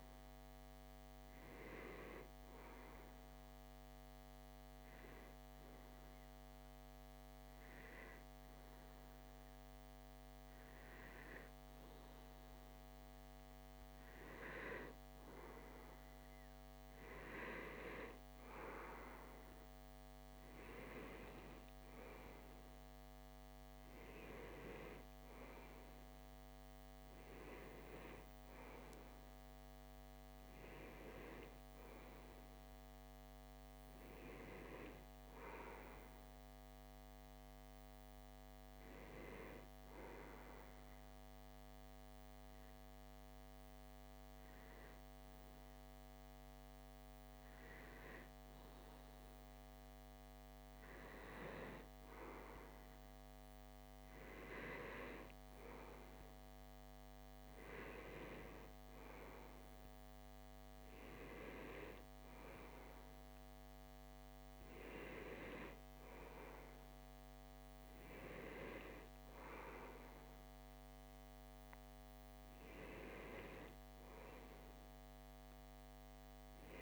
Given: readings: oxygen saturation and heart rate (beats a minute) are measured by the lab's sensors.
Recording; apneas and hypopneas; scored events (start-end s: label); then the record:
breathing in sleep by a microphone on the trachea; 2
3.50-14.50 s: hypopnea (oxygen 95% before, 93% lowest)
17.00-21.00 s: arousal
39.00-50.50 s: hypopnea (oxygen 95% before, 94% lowest)
52.00-56.00 s: arousal
From the record:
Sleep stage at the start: REM sleep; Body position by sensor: on the left side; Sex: male